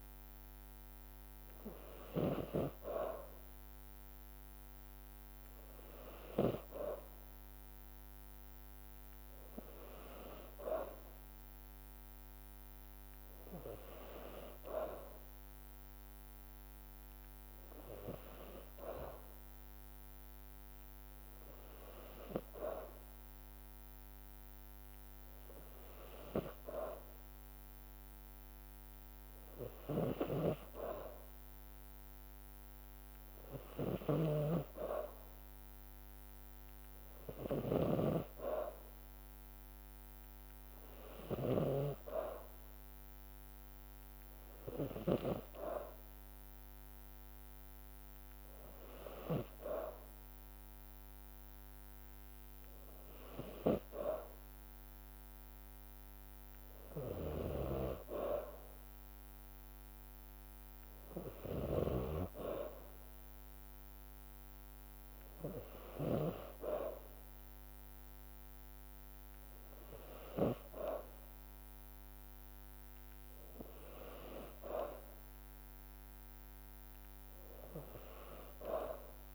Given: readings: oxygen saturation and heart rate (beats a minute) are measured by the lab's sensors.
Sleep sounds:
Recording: breathing in sleep by a microphone on the trachea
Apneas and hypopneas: none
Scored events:
0.00-6.50 s: snoring (device-marked)
29.50-45.00 s: snoring (device-marked)
57.00-66.50 s: snoring (device-marked)
From the record:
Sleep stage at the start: N2 (light sleep)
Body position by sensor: on the back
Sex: female

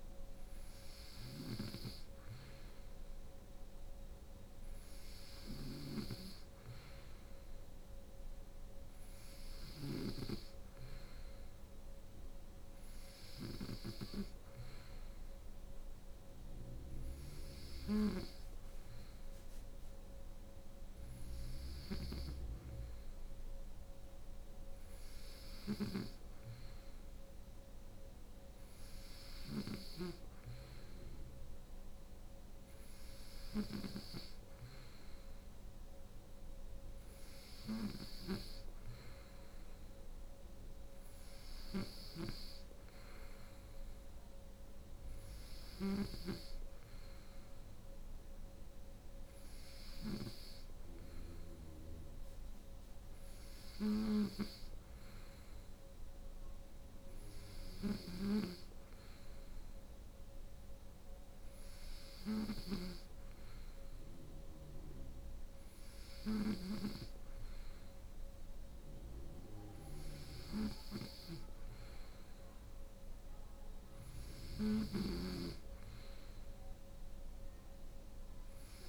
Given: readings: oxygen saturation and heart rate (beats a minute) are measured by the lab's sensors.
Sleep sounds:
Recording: breathing in sleep by a room microphone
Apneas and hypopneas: none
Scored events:
0.00-78.88 s: snoring (device-marked)
71.50-78.88 s: new sleep stage, N3 (deep sleep)
From the record:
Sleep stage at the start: N2 (light sleep)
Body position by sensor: on the right side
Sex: female

